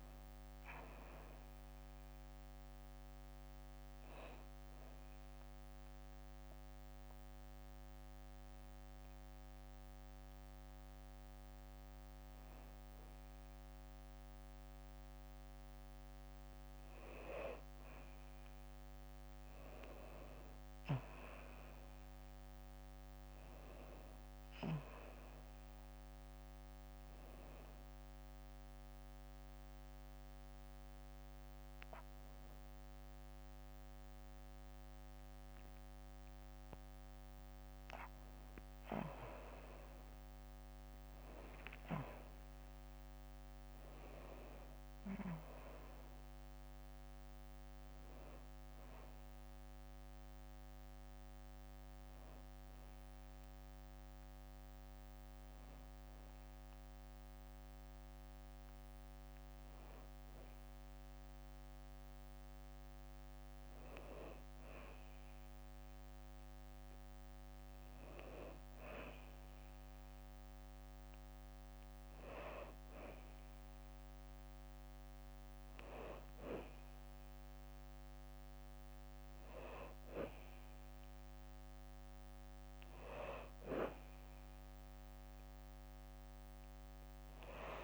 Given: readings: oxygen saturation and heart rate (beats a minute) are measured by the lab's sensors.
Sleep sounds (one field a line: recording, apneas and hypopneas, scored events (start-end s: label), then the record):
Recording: breathing in sleep by a microphone on the trachea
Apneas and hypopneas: 2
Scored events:
1.50-13.50 s: bradycardia (device-marked, heart rate 67 before, 57 extreme)
2.00-15.00 s: hypopnea (oxygen 96% before, 93% lowest, heart rate 119 before, 57 extreme, up 9 after)
6.50-87.84 s: new sleep stage, N2 (light sleep)
17.00-20.50 s: arousal
23.50-36.50 s: oxygen desaturation (device-marked, oxygen 98% before, 93% lowest, heart rate 60 before, 59 extreme)
25.50-37.50 s: drop in pulse transit time (device-marked, heart rate 60 before, 61 extreme)
27.00-37.50 s: hypopnea (oxygen 98% before, 93% lowest, heart rate 61 before, 59 extreme, up 22 after)
40.00-43.50 s: arousal
40.50-42.50 s: long interval between heartbeats (device-marked, heart rate 64 before, 80 extreme)
51.50-56.50 s: bradycardia (device-marked, heart rate 66 before, 59 extreme)
From the record:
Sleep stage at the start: N1 (lightest sleep)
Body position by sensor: on the back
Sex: female